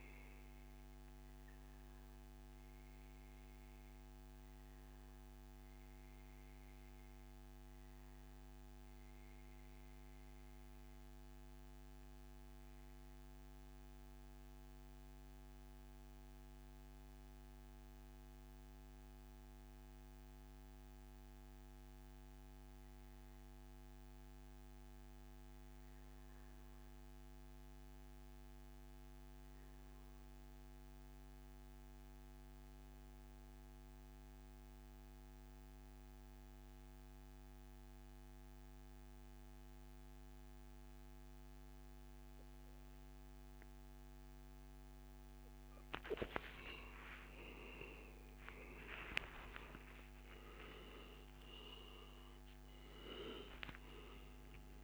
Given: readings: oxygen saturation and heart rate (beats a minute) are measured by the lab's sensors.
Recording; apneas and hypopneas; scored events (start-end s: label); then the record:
breathing in sleep by a microphone on the trachea; 1
0.50-43.50 s: obstructive apnea (oxygen 96% before, 87% lowest, heart rate 131 before, 83 extreme, up 29 after)
33.50-35.50 s: long interval between heartbeats (device-marked, heart rate 122 before, 106 extreme)
42.00-54.84 s: oxygen desaturation (device-marked, oxygen 97% before, 87% lowest, heart rate 107 before, 107 extreme)
43.50-45.50 s: long interval between heartbeats (device-marked, heart rate 106 before, 83 extreme)
46.00-51.00 s: arousal
From the record:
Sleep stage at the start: REM sleep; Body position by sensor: on the back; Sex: male